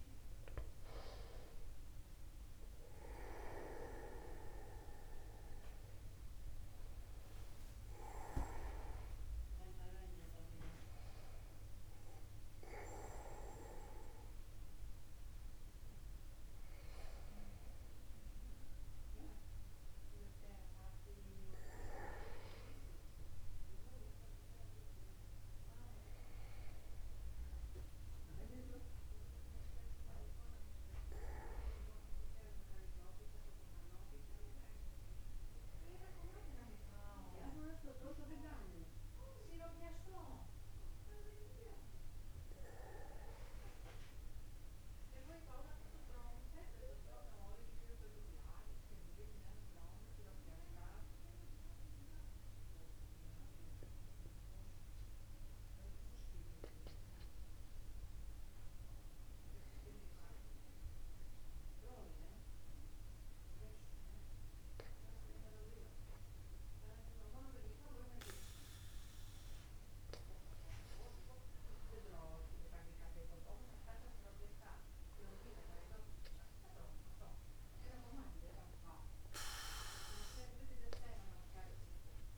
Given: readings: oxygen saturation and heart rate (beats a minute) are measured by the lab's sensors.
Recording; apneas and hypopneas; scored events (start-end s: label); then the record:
breathing in sleep by a room microphone; 1
8.50-10.50 s: long interval between heartbeats (device-marked, heart rate 54 before, 60 extreme)
28.50-34.00 s: arousal
46.50-82.37 s: new sleep stage, N2 (light sleep)
47.50-64.00 s: mixed apnea (oxygen 98% before, 95% lowest, heart rate 53 before, 50 extreme, up 1 after)
67.50-71.50 s: arousal
From the record:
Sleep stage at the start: N1 (lightest sleep); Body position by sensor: upright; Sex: male